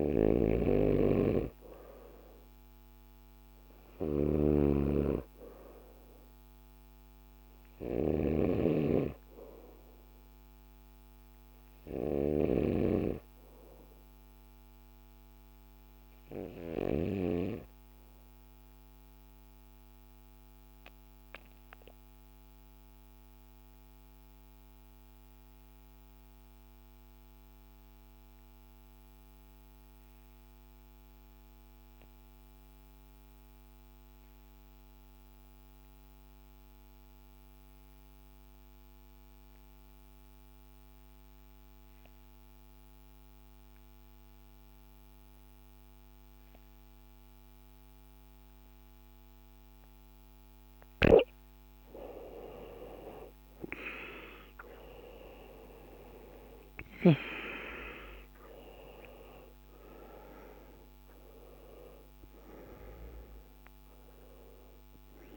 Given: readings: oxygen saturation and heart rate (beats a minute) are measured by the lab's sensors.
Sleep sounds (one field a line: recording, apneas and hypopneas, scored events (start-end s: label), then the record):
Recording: breathing in sleep by a microphone on the trachea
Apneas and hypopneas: 1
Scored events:
0.00-17.00 s: snoring (device-marked)
0.00-24.00 s: oxygen desaturation (device-marked, oxygen 88% lowest, heart rate 54 extreme)
16.50-49.00 s: obstructive apnea (oxygen 94% before, 79% lowest, heart rate 59 before, 54 extreme, up 11 after)
50.50-57.00 s: snoring (device-marked)
52.00-56.00 s: arousal
53.00-65.37 s: oxygen desaturation (device-marked, oxygen 92% before, 79% lowest, heart rate 55 before, 55 extreme)
From the record:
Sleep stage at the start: N2 (light sleep)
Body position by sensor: on the back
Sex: male